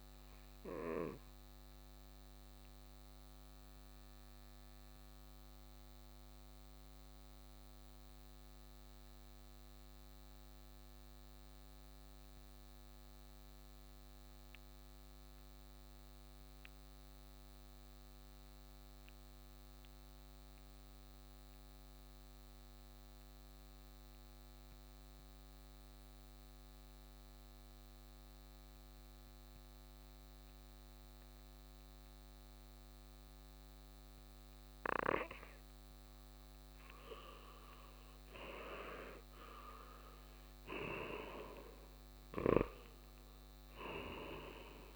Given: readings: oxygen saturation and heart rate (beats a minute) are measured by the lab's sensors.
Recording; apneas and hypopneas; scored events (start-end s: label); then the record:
breathing in sleep by a microphone on the trachea; 1
0.00-16.00 s: oxygen desaturation (device-marked, oxygen 86% lowest, heart rate 56 extreme)
0.50-37.50 s: mixed apnea (oxygen 97% before, 86% lowest, heart rate 63 before, 52 extreme, up 7 after)
30.00-44.96 s: oxygen desaturation (device-marked, oxygen 99% before, 88% lowest, heart rate 58 before, 52 extreme)
39.00-43.50 s: arousal
From the record:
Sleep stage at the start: N2 (light sleep); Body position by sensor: on the right side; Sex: male